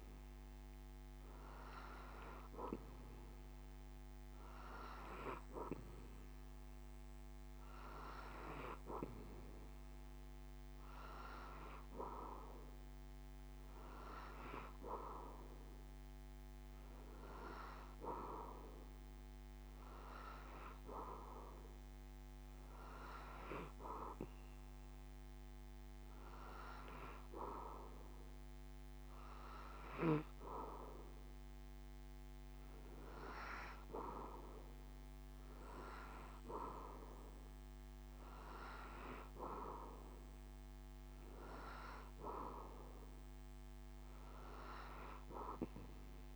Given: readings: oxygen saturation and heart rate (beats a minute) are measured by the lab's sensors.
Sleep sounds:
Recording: breathing in sleep by a microphone on the trachea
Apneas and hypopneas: none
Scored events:
none scored
From the record:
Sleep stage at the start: N3 (deep sleep)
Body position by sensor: on the back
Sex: male

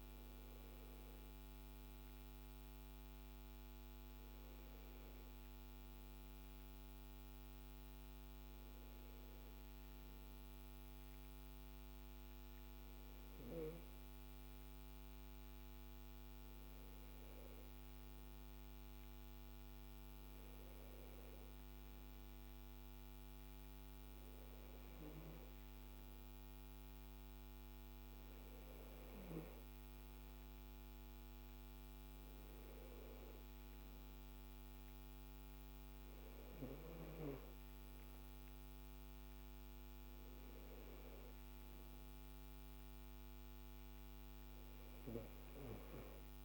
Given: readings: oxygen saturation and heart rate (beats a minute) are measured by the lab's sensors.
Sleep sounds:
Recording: breathing in sleep, hard to hear, by a microphone on the trachea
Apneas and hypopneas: none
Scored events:
none scored
From the record:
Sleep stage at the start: N2 (light sleep)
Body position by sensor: on the left side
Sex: male

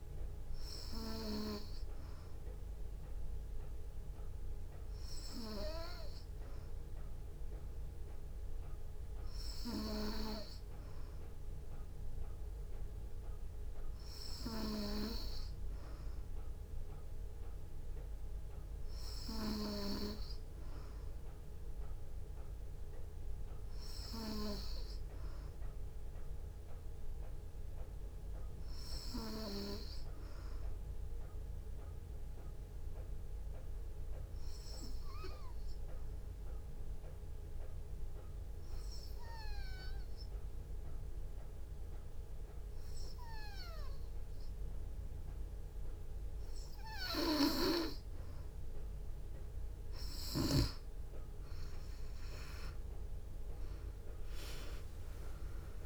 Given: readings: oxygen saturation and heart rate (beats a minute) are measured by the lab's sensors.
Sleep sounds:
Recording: breathing in sleep by a room microphone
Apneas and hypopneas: 1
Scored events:
7.00-55.85 s: new sleep stage, N2 (light sleep)
30.00-47.50 s: obstructive apnea (oxygen 91% before, 87% lowest, heart rate 59 before, 58 extreme, up 3 after)
51.50-55.85 s: arousal
From the record:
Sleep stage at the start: N3 (deep sleep)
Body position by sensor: on the back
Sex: female

